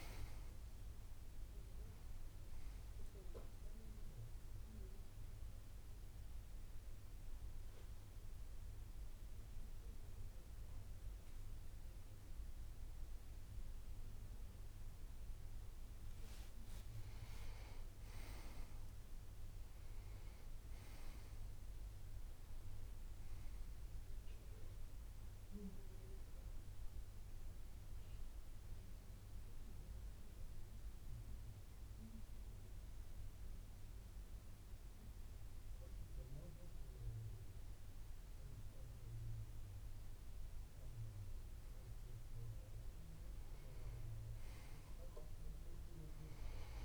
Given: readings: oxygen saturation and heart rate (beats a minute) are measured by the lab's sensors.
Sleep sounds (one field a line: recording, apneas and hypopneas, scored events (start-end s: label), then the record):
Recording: breathing in sleep, hard to hear, by a room microphone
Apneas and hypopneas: 2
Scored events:
4.00-16.50 s: hypopnea (oxygen 95% before, 92% lowest)
18.50-23.00 s: arousal
28.00-40.00 s: hypopnea (oxygen 95% before, 92% lowest)
43.50-46.85 s: arousal
From the record:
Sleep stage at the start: N2 (light sleep)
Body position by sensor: on the back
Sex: male